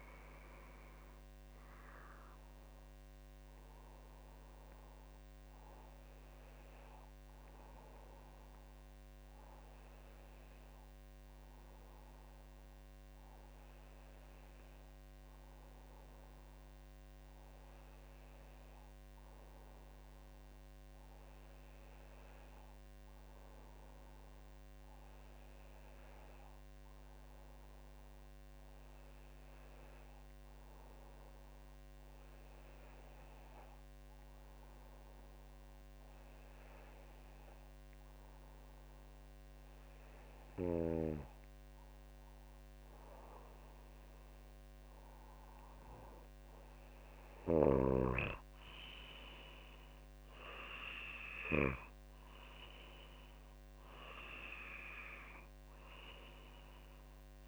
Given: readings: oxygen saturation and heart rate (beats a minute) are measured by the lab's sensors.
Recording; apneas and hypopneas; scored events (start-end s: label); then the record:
breathing in sleep by a microphone on the trachea; none
none scored
From the record:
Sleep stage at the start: N2 (light sleep); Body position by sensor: on the back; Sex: female